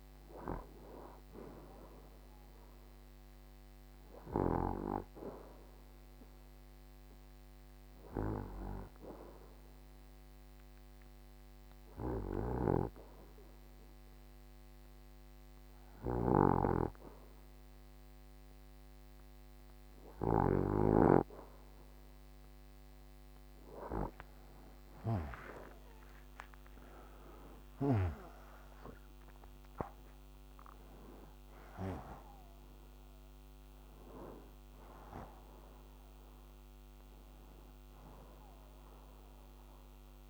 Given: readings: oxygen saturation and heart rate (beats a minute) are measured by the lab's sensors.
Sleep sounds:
breathing in sleep by a microphone on the trachea; 1
4.00-22.00 s: hypopnea (oxygen 94% before, 91% lowest, heart rate 78 before, 63 extreme, up 24 after)
24.50-29.00 s: arousal
From the record:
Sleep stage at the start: N2 (light sleep); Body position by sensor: on the right side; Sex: male

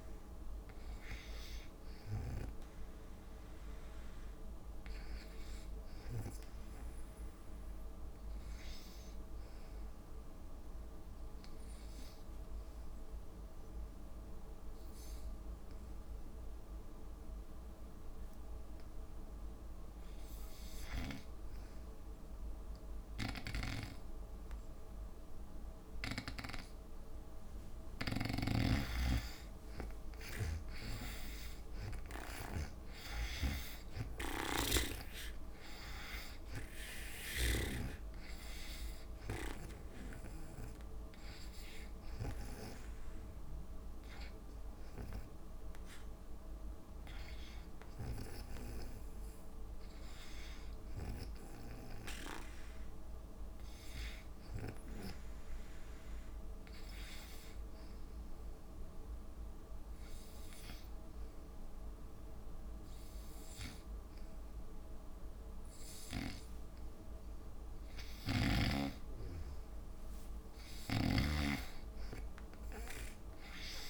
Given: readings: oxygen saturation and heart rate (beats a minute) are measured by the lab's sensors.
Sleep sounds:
breathing in sleep by a room microphone; 2
0.00-5.00 s: oxygen desaturation (device-marked, oxygen 77% lowest, heart rate 57 extreme)
11.00-26.50 s: obstructive apnea (oxygen 99% before, 85% lowest, heart rate 60 before, 56 extreme, up 7 after)
28.00-52.00 s: oxygen desaturation (device-marked, oxygen 97% before, 85% lowest, heart rate 60 before, 56 extreme)
28.50-38.00 s: snoring (device-marked)
29.00-32.50 s: arousal
43.00-68.00 s: hypopnea (oxygen 98% before, 85% lowest, heart rate 64 before, 59 extreme, up 5 after)
57.00-66.00 s: drop in pulse transit time (device-marked, heart rate 60 before, 59 extreme)
70.50-73.90 s: arousal
71.00-73.90 s: oxygen desaturation (device-marked, oxygen 96% before, 88% lowest, heart rate 60 before, 56 extreme)
From the record:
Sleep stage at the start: N2 (light sleep); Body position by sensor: on the back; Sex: female

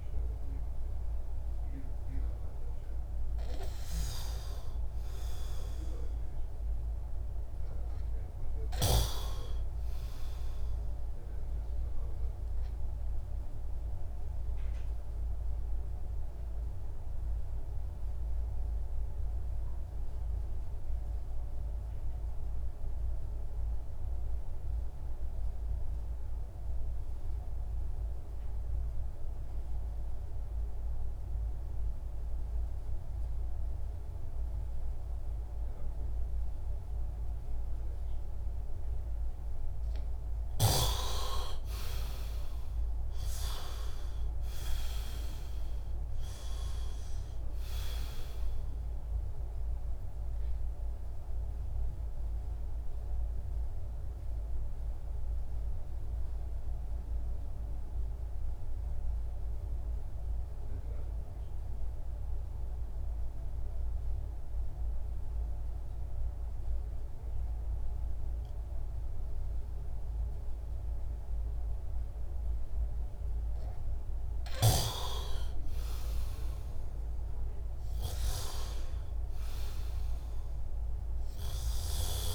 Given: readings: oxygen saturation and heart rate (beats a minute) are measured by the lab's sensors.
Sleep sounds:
breathing in sleep by a room microphone; 2
12.50-39.50 s: obstructive apnea (oxygen 99% before, 87% lowest, heart rate 59 before, 58 extreme, up 18 after)
39.00-70.00 s: oxygen desaturation (device-marked, oxygen 97% before, 87% lowest, heart rate 63 before, 58 extreme)
41.50-46.00 s: arousal
49.00-74.00 s: obstructive apnea (oxygen 97% before, 87% lowest, heart rate 67 before, 58 extreme, up 8 after)
75.50-79.00 s: arousal
From the record:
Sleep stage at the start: N2 (light sleep); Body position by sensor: on the back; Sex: male

